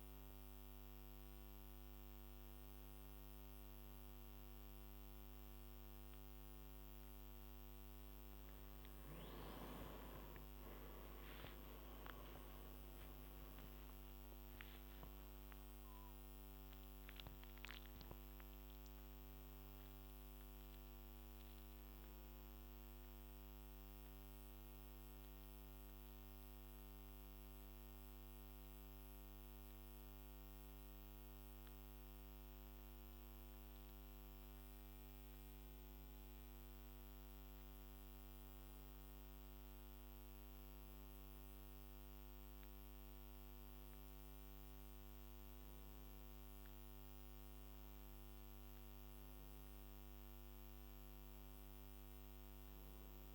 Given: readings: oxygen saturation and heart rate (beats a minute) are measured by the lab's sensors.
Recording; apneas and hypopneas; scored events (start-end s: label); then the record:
a person awake in a sleep study, hard to hear, by a microphone on the trachea; none
none scored
From the record:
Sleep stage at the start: awake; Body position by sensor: on the back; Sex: male